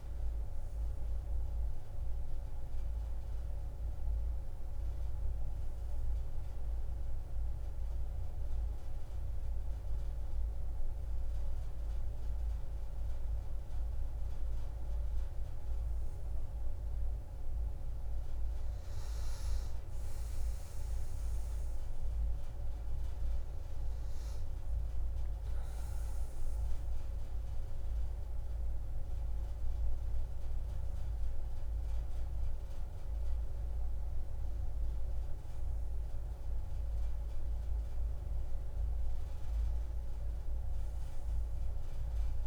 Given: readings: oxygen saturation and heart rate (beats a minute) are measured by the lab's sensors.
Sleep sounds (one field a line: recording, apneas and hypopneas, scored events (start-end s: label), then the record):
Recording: breathing in sleep, hard to hear, by a room microphone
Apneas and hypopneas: 1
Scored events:
1.00-14.50 s: hypopnea (oxygen 96% before, 92% lowest)
8.50-42.47 s: new sleep stage, N2 (light sleep)
16.00-19.50 s: arousal
From the record:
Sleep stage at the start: N1 (lightest sleep)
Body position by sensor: on the back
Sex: female